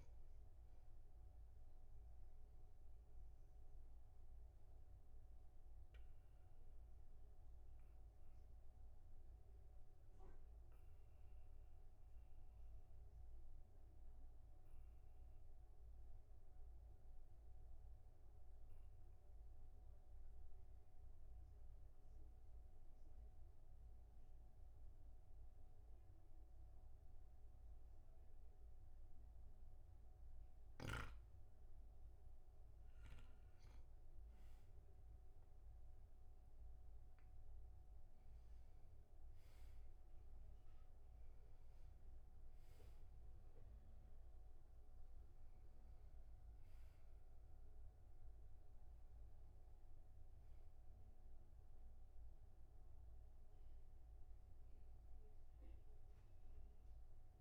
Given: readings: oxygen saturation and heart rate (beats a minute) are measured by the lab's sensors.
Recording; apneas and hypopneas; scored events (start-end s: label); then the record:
breathing in sleep, hard to hear, by a room microphone; 1
3.00-31.00 s: obstructive apnea (oxygen 99% before, 95% lowest, heart rate 54 before, 38 extreme, up 5 after)
33.50-37.00 s: arousal
54.00-57.41 s: oxygen desaturation (device-marked, oxygen 98% before, 95% lowest, heart rate 49 before, 46 extreme)
From the record:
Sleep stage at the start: N2 (light sleep); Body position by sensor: on the back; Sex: male